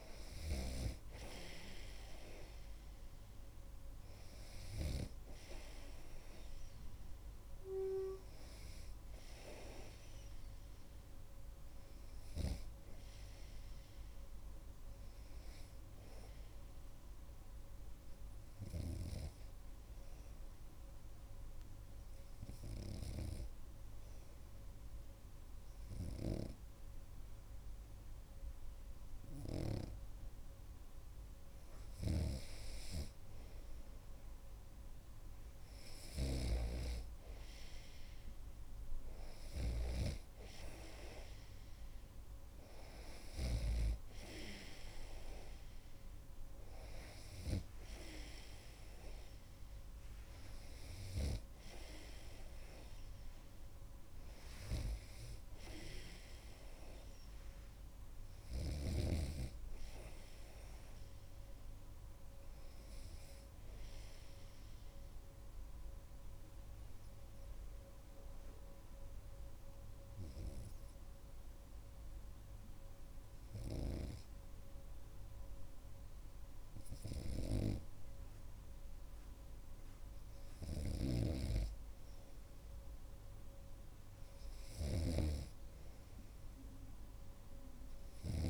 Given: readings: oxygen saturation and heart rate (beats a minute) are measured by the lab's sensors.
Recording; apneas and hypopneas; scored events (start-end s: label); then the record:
breathing in sleep by a room microphone; 2
0.00-1.00 s: snoring (device-marked)
20.00-32.50 s: obstructive apnea (oxygen 98% before, 96% lowest)
35.00-38.50 s: arousal
36.50-44.00 s: snoring (device-marked)
65.50-80.50 s: obstructive apnea (oxygen 98% before, 95% lowest)
74.00-88.50 s: snoring (device-marked)
85.50-88.50 s: arousal
From the record:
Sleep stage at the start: N2 (light sleep); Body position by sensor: on the right side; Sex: male